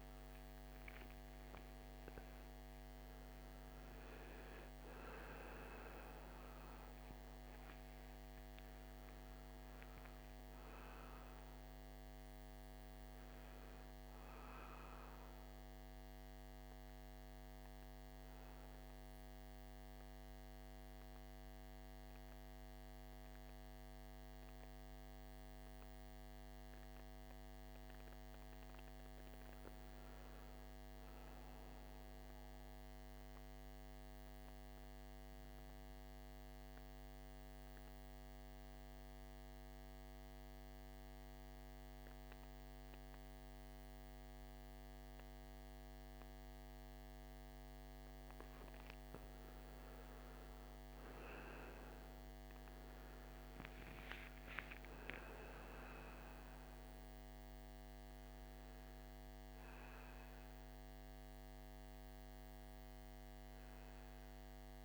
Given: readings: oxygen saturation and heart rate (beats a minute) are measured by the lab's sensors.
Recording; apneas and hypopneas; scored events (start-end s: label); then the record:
a person partly awake in a sleep study, hard to hear, by a microphone on the trachea; 1
2.00-64.85 s: new sleep stage, N2 (light sleep)
32.50-48.00 s: mixed apnea (oxygen 98% before, 87% lowest, heart rate 57 before, 54 extreme, up 13 after)
50.50-54.00 s: arousal
54.00-64.85 s: oxygen desaturation (device-marked, oxygen 96% before, 89% lowest, heart rate 58 before, 54 extreme)
From the record:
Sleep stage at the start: awake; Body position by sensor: on the right side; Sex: male